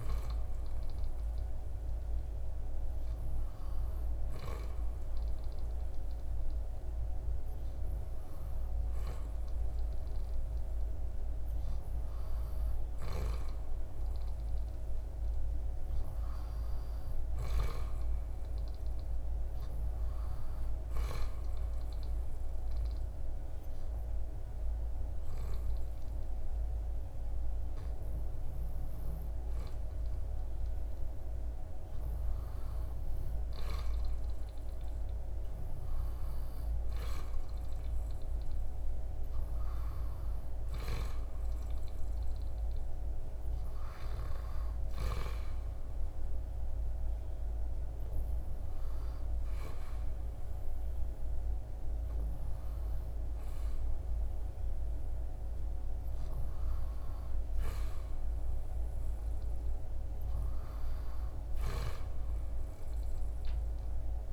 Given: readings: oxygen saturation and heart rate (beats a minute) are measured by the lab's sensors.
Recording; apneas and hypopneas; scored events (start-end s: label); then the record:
breathing in sleep, hard to hear, by a room microphone; 1
21.50-31.50 s: obstructive apnea (oxygen 97% before, 95% lowest, heart rate 75 before, 73 extreme, up 3 after)
33.00-38.00 s: arousal
From the record:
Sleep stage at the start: REM sleep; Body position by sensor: on the back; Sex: male